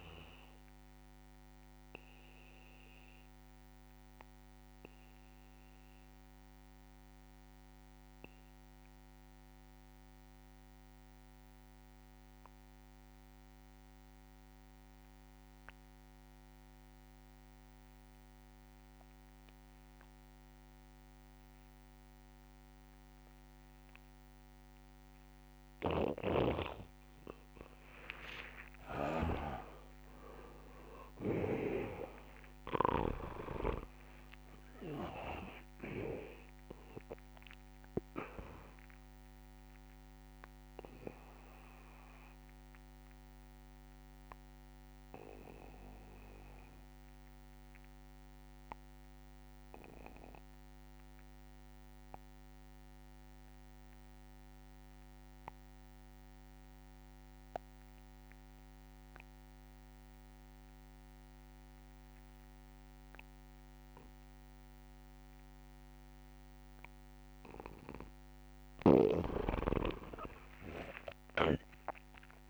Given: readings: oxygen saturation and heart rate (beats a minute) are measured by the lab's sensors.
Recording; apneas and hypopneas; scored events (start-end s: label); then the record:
breathing in sleep by a microphone on the trachea; 2
0.00-13.00 s: oxygen desaturation (device-marked, oxygen 85% lowest)
1.00-26.00 s: mixed apnea (oxygen 99% before, 85% lowest)
22.50-24.50 s: long interval between heartbeats (device-marked)
25.50-33.00 s: snoring (device-marked)
28.00-32.00 s: arousal
29.00-52.00 s: oxygen desaturation (device-marked, oxygen 98% before, 89% lowest)
33.50-35.50 s: long interval between heartbeats (device-marked)
39.00-67.50 s: obstructive apnea (oxygen 99% before, 86% lowest)
67.00-72.50 s: oxygen desaturation (device-marked, oxygen 98% before, 86% lowest)
71.00-72.50 s: arousal
From the record:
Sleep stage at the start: N2 (light sleep); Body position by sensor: on the back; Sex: male